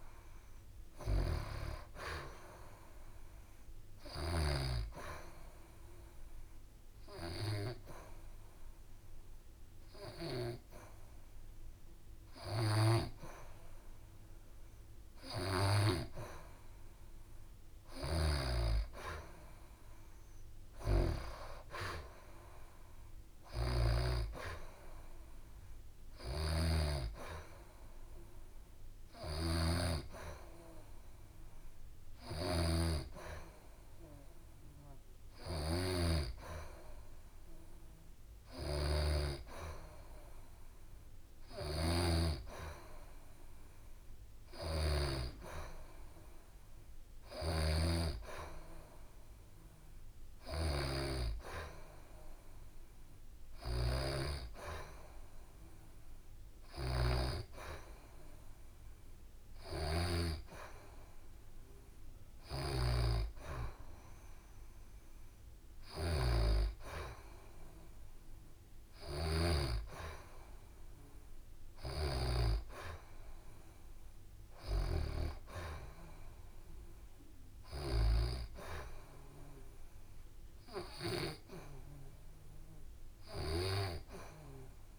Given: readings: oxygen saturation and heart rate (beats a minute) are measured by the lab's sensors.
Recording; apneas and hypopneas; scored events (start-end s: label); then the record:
breathing in sleep by a room microphone; 1
3.00-19.00 s: oxygen desaturation (device-marked, oxygen 95% before, 90% lowest, heart rate 67 before, 67 extreme)
5.00-15.50 s: hypopnea (oxygen 96% before, 90% lowest, heart rate 67 before, 67 extreme, up 4 after)
17.50-22.00 s: arousal
28.00-41.00 s: oxygen desaturation (device-marked, oxygen 94% before, 90% lowest, heart rate 70 before, 69 extreme)
From the record:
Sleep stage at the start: N2 (light sleep); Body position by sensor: on the back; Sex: female